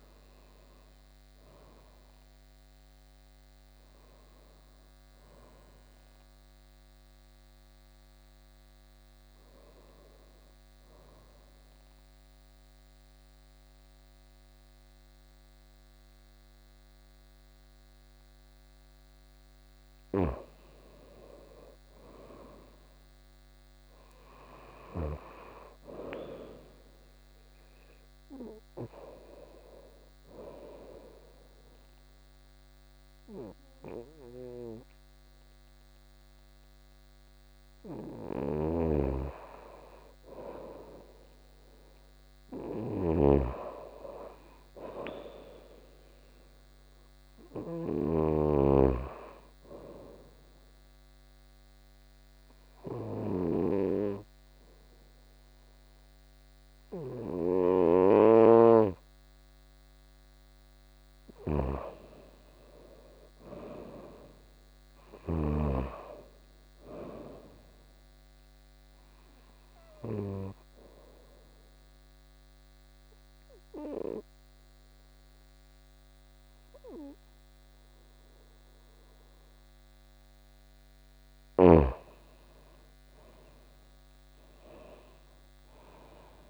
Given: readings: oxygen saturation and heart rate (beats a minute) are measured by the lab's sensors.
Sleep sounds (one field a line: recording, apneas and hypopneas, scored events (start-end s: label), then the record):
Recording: breathing in sleep by a microphone on the trachea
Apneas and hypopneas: 4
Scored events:
10.50-20.50 s: mixed apnea (oxygen 99% before, 87% lowest, heart rate 86 before, 79 extreme, up 2 after)
15.50-39.50 s: oxygen desaturation (device-marked, oxygen 99% before, 87% lowest, heart rate 82 before, 79 extreme)
22.50-86.50 s: new sleep stage, N2 (light sleep)
23.00-27.50 s: arousal
30.50-40.50 s: mixed apnea (oxygen 99% before, 87% lowest, heart rate 80 before, 79 extreme, up 0 after)
38.00-65.00 s: snoring (device-marked)
43.00-46.50 s: arousal
47.50-58.50 s: oxygen desaturation (device-marked, oxygen 96% before, 91% lowest, heart rate 82 before, 79 extreme)
50.00-60.50 s: obstructive apnea (oxygen 96% before, 87% lowest, heart rate 82 before, 79 extreme, up 1 after)
62.00-66.00 s: arousal
69.50-80.50 s: mixed apnea (oxygen 96% before, 87% lowest, heart rate 81 before, 79 extreme, up 2 after)
70.50-83.50 s: oxygen desaturation (device-marked, oxygen 94% before, 87% lowest, heart rate 81 before, 79 extreme)
82.00-86.00 s: arousal
From the record:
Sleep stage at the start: N1 (lightest sleep)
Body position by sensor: on the right side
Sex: female